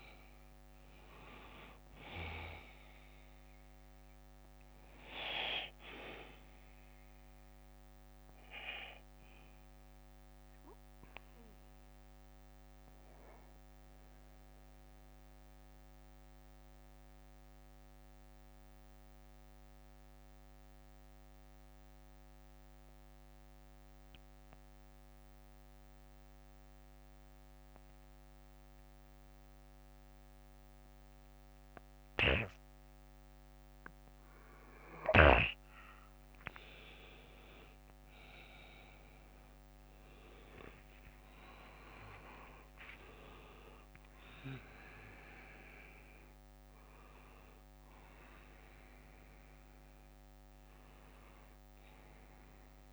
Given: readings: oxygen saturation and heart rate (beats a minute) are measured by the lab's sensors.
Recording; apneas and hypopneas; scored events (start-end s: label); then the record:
breathing in sleep by a microphone on the trachea; 1
1.50-3.50 s: bradycardia (device-marked, heart rate 60 before, 61 extreme)
5.50-32.50 s: bradycardia (device-marked, heart rate 60 before, 48 extreme)
8.00-35.50 s: mixed apnea (oxygen 97% before, 90% lowest, heart rate 62 before, 49 extreme, up 13 after)
10.50-26.50 s: oxygen desaturation (device-marked, oxygen 95% before, 90% lowest, heart rate 62 before, 53 extreme)
41.50-45.50 s: arousal
From the record:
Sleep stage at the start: N2 (light sleep); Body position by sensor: on the back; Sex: male